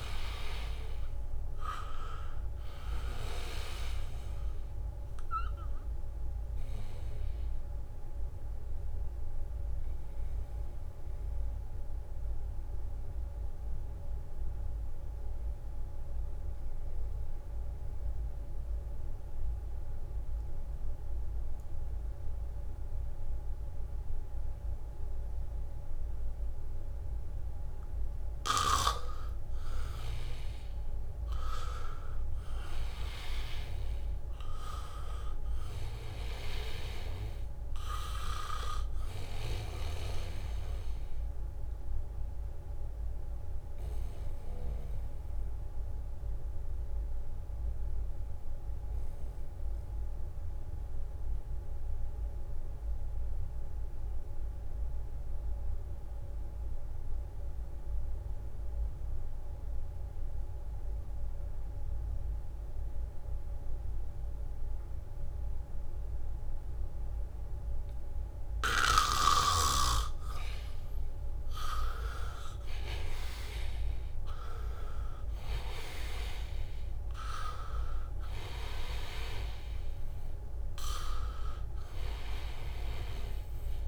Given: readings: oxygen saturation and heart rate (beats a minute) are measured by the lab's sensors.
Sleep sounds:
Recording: breathing in sleep by a room microphone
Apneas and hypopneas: 2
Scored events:
0.00-1.00 s: arousal
0.00-19.50 s: oxygen desaturation (device-marked, oxygen 87% lowest, heart rate 69 extreme)
2.00-2.50 s: leg movement (device-marked)
6.50-28.50 s: obstructive apnea (oxygen 98% before, 83% lowest, heart rate 72 before, 69 extreme, up 0 after)
26.50-55.50 s: oxygen desaturation (device-marked, oxygen 99% before, 85% lowest, heart rate 73 before, 67 extreme)
30.50-34.50 s: arousal
42.00-70.50 s: mixed apnea (oxygen 99% before, 82% lowest, heart rate 73 before, 67 extreme)
64.50-83.88 s: oxygen desaturation (device-marked, oxygen 99% before, 82% lowest, heart rate 73 before, 65 extreme)
72.00-76.50 s: arousal
77.50-80.00 s: leg movement (device-marked)
From the record:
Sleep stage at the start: N2 (light sleep)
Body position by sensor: on the back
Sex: male

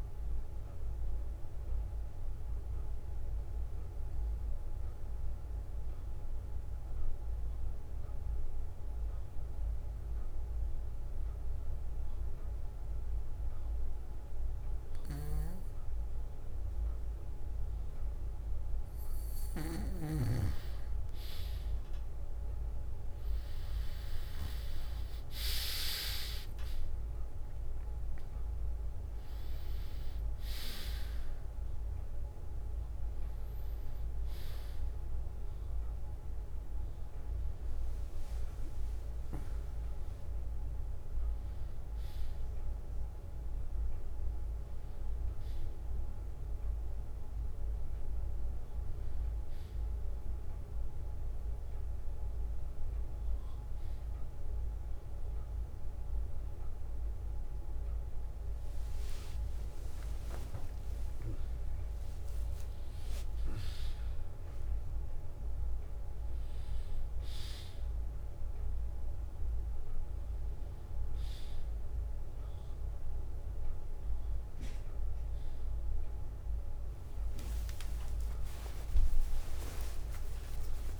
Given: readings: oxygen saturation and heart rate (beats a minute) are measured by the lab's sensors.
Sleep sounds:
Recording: breathing in sleep by a room microphone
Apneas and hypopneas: 1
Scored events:
0.00-14.50 s: oxygen desaturation (device-marked, oxygen 93% lowest, heart rate 57 extreme)
2.50-18.50 s: obstructive apnea (oxygen 97% before, 93% lowest, heart rate 61 before, 59 extreme, up 2 after)
3.50-5.50 s: bradycardia (device-marked, heart rate 61 before, 57 extreme)
22.50-27.50 s: arousal
30.50-42.50 s: oxygen desaturation (device-marked, oxygen 97% before, 93% lowest, heart rate 61 before, 57 extreme)
36.50-38.50 s: bradycardia (device-marked, heart rate 61 before, 60 extreme)
44.50-74.50 s: new sleep stage, N1 (lightest sleep)
45.50-47.50 s: bradycardia (device-marked, heart rate 61 before, 65 extreme)
49.50-51.50 s: bradycardia (device-marked, heart rate 61 before, 57 extreme)
74.50-81.00 s: new sleep stage, awake
76.50-81.00 s: tachycardia (device-marked, heart rate 61 before, 180 extreme)
From the record:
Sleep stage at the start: N2 (light sleep)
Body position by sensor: on the back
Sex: male

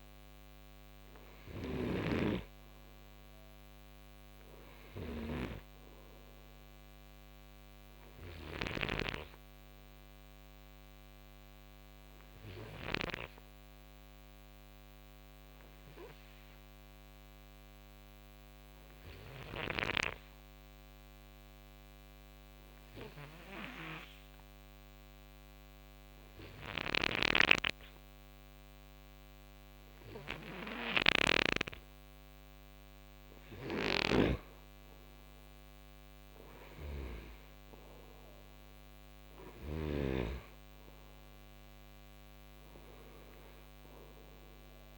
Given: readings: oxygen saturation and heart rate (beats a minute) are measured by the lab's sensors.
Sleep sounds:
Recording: breathing in sleep by a microphone on the trachea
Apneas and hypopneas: 1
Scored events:
0.00-8.50 s: snoring (device-marked)
0.00-21.50 s: oxygen desaturation (device-marked, oxygen 91% lowest, heart rate 53 extreme)
7.00-31.50 s: hypopnea (oxygen 95% before, 91% lowest, heart rate 60 before, 53 extreme, up 9 after)
33.00-39.50 s: snoring (device-marked)
34.00-38.50 s: arousal
35.50-44.98 s: oxygen desaturation (device-marked, oxygen 95% before, 91% lowest, heart rate 58 before, 55 extreme)
From the record:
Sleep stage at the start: N2 (light sleep)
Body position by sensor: on the right side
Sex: male

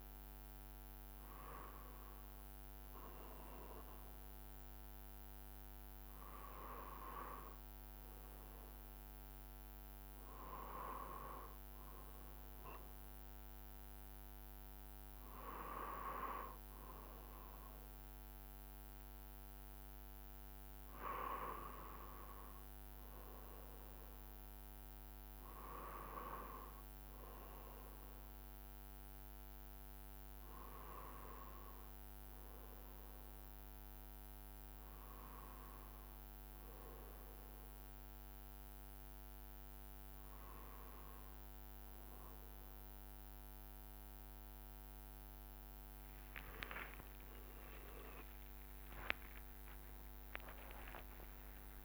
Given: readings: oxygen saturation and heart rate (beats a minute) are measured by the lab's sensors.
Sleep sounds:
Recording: a person partly awake in a sleep study, by a microphone on the trachea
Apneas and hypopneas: none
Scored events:
3.00-33.00 s: new sleep stage, N2 (light sleep)
33.00-51.85 s: new sleep stage, awake
46.00-51.85 s: tachycardia (device-marked, heart rate 73 before, 138 extreme)
48.50-50.50 s: long interval between heartbeats (device-marked, heart rate 75 before, 98 extreme)
50.50-51.85 s: long interval between heartbeats (device-marked, heart rate 78 before, 107 extreme)
From the record:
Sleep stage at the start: N1 (lightest sleep)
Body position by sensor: on the right side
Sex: male

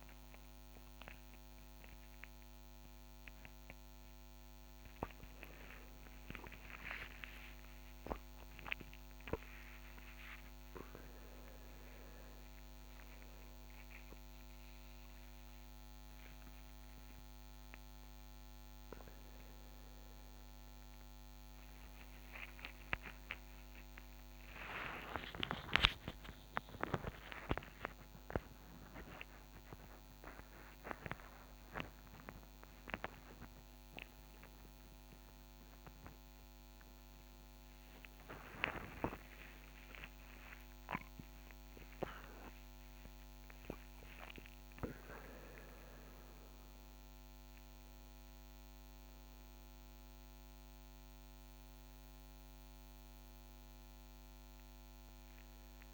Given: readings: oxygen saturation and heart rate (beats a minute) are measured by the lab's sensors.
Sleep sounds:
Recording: a person awake in a sleep study, by a microphone on the trachea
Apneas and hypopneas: none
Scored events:
52.50-55.93 s: new sleep stage, N1 (lightest sleep)
From the record:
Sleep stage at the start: awake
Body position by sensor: on the right side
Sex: male

